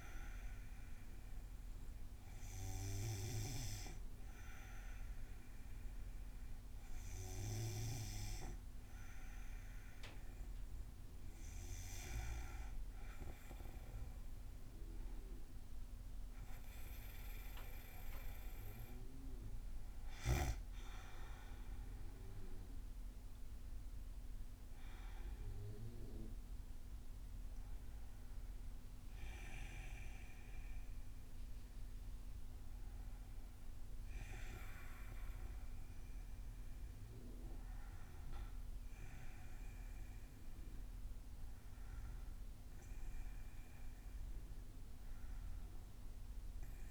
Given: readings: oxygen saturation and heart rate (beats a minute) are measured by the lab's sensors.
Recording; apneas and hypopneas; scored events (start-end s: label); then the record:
breathing in sleep by a room microphone; none
none scored
From the record:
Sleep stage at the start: N2 (light sleep); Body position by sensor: on the back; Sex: female